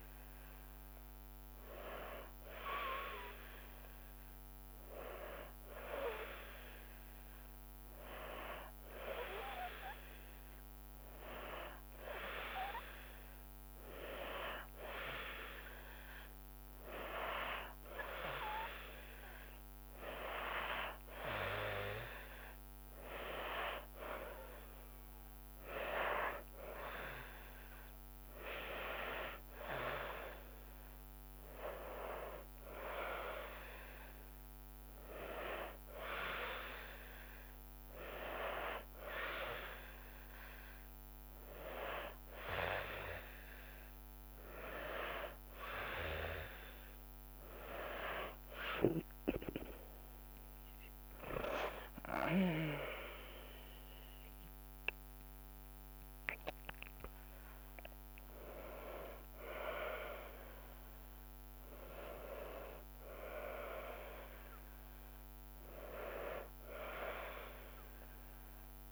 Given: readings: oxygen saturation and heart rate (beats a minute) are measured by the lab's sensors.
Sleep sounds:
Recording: breathing in sleep by a microphone on the trachea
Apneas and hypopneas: none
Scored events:
28.50-39.50 s: drop in pulse transit time (device-marked, heart rate 79 before, 75 extreme)
47.50-58.50 s: tachycardia (device-marked, heart rate 86 before, 166 extreme)
51.50-64.50 s: drop in pulse transit time (device-marked, heart rate 79 before, 98 extreme)
From the record:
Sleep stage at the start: N2 (light sleep)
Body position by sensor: on the back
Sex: female

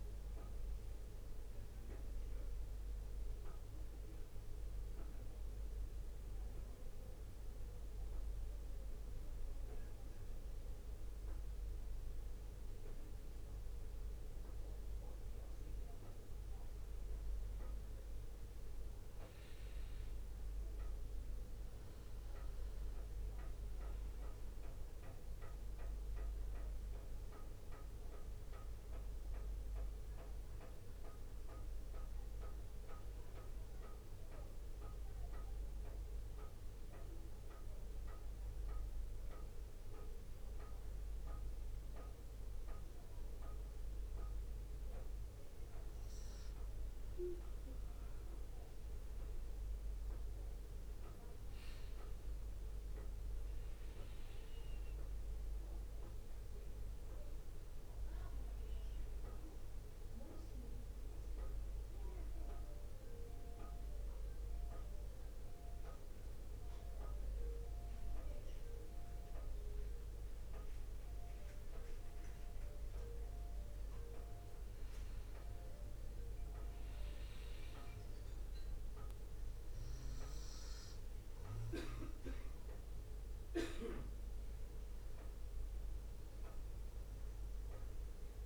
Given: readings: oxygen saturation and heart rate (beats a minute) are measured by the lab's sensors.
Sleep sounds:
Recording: breathing in sleep, hard to hear, by a room microphone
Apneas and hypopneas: 3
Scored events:
0.00-10.50 s: drop in pulse transit time (device-marked, heart rate 61 extreme)
0.00-15.50 s: oxygen desaturation (device-marked, oxygen 91% lowest, heart rate 61 extreme)
4.50-17.00 s: obstructive apnea (oxygen 95% before, 90% lowest, heart rate 64 before, 61 extreme, up 2 after)
22.50-27.50 s: arousal
27.50-38.50 s: oxygen desaturation (device-marked, oxygen 96% before, 92% lowest, heart rate 63 before, 61 extreme)
35.00-47.00 s: obstructive apnea (oxygen 96% before, 90% lowest, heart rate 63 before, 61 extreme, up 4 after)
49.50-54.00 s: arousal
55.50-68.50 s: drop in pulse transit time (device-marked, heart rate 64 before, 61 extreme)
58.50-73.50 s: oxygen desaturation (device-marked, oxygen 95% before, 90% lowest, heart rate 64 before, 57 extreme)
60.00-75.00 s: mixed apnea (oxygen 95% before, 90% lowest, heart rate 64 before, 57 extreme, up 4 after)
78.50-83.00 s: arousal
85.50-88.46 s: oxygen desaturation (device-marked, oxygen 95% before, 92% lowest, heart rate 62 before, 57 extreme)
From the record:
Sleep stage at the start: N2 (light sleep)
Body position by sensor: on the back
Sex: male

